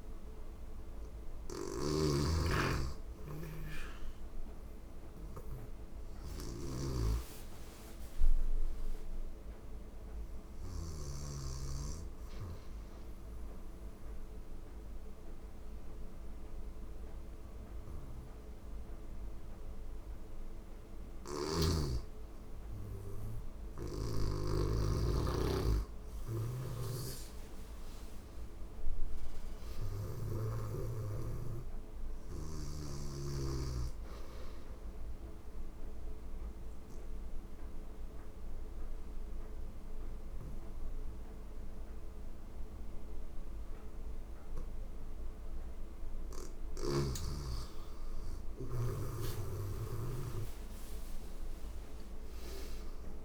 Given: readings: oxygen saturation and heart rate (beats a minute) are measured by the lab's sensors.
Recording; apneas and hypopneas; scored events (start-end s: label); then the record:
breathing in sleep by a room microphone; 2
0.00-2.00 s: arousal
0.00-10.50 s: snoring (device-marked)
9.50-20.50 s: oxygen desaturation (device-marked, oxygen 96% before, 90% lowest, heart rate 86 before, 85 extreme)
11.50-22.00 s: obstructive apnea (oxygen 96% before, 89% lowest, heart rate 87 before, 85 extreme, up 11 after)
17.00-21.00 s: snoring (device-marked)
23.50-28.00 s: arousal
25.50-29.50 s: snoring (device-marked)
33.50-48.50 s: oxygen desaturation (device-marked, oxygen 96% before, 89% lowest, heart rate 90 before, 85 extreme)
34.50-45.50 s: obstructive apnea (oxygen 96% before, 89% lowest, heart rate 91 before, 85 extreme, up 5 after)
47.00-51.00 s: arousal
From the record:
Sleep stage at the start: N2 (light sleep); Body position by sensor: on the back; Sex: female